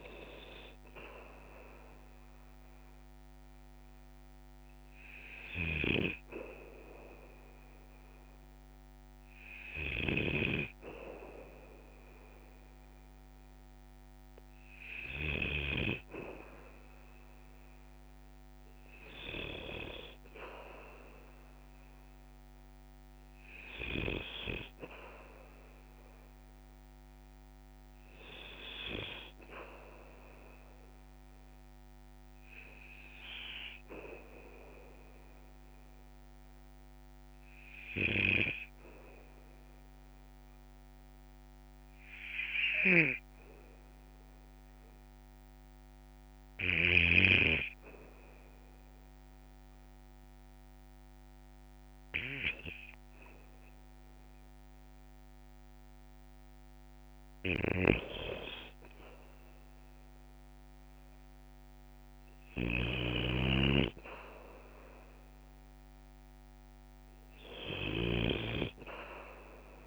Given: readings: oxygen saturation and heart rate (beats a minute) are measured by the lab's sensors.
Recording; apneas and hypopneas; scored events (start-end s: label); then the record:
breathing in sleep by a microphone on the trachea; 1
0.00-1.00 s: arousal
5.50-15.50 s: snoring (device-marked)
36.50-56.50 s: hypopnea (oxygen 98% before, 94% lowest, heart rate 56 before, 55 extreme, up 5 after)
59.50-63.00 s: arousal
62.50-69.87 s: snoring (device-marked)
From the record:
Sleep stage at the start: N2 (light sleep); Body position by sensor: on the back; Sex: male